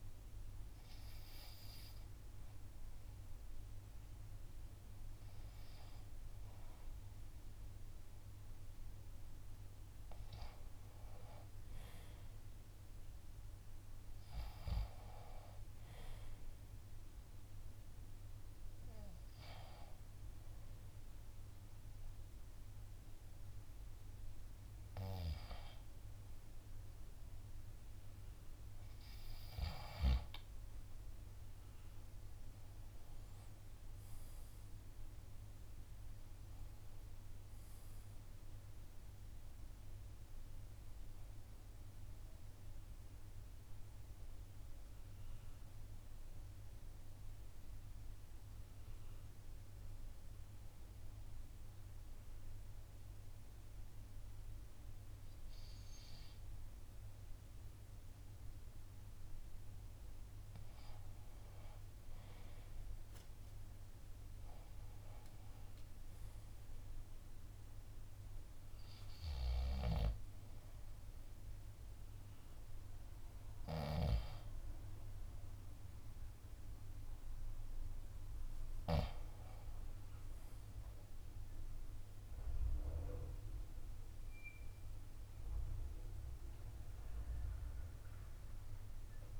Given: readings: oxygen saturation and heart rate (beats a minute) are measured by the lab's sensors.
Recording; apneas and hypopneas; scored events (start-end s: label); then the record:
breathing in sleep by a room microphone; 4
0.50-11.50 s: obstructive apnea (oxygen 96% before, 88% lowest)
3.50-16.50 s: oxygen desaturation (device-marked, oxygen 94% before, 88% lowest)
12.50-16.50 s: arousal
18.50-32.50 s: oxygen desaturation (device-marked, oxygen 94% before, 88% lowest)
20.00-31.00 s: hypopnea (oxygen 94% before, 88% lowest)
26.50-56.50 s: new sleep stage, N1 (lightest sleep)
33.00-37.00 s: arousal
38.50-55.50 s: drop in pulse transit time (device-marked)
39.50-56.50 s: oxygen desaturation (device-marked, oxygen 93% before, 88% lowest)
52.50-62.50 s: obstructive apnea (oxygen 93% before, 88% lowest)
56.50-89.40 s: new sleep stage, N2 (light sleep)
63.50-65.50 s: arousal
67.00-78.00 s: hypopnea (oxygen 96% before, 88% lowest)
69.50-76.50 s: drop in pulse transit time (device-marked)
73.50-86.50 s: oxygen desaturation (device-marked, oxygen 94% before, 89% lowest)
80.50-84.00 s: arousal
From the record:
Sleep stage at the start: N2 (light sleep); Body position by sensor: on the left side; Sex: male